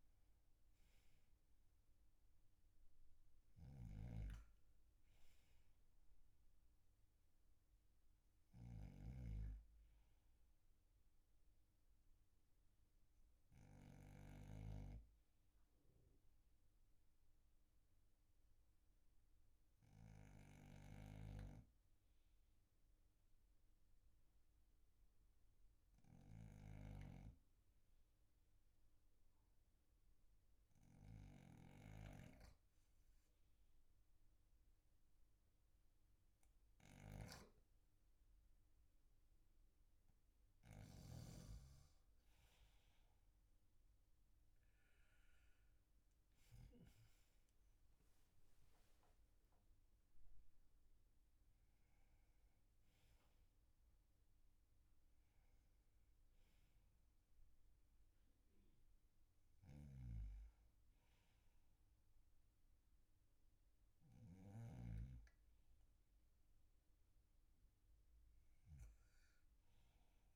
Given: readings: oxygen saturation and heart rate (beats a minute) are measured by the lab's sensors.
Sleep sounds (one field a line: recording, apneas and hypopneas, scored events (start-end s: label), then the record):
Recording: breathing in sleep by a room microphone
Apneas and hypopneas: 1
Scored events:
4.00-9.50 s: snoring (device-marked)
13.00-40.50 s: obstructive apnea (oxygen 99% before, 95% lowest, heart rate 49 before, 41 extreme, up 5 after)
21.50-27.50 s: snoring (device-marked)
44.50-49.50 s: arousal
From the record:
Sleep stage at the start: N2 (light sleep)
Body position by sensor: on the back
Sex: male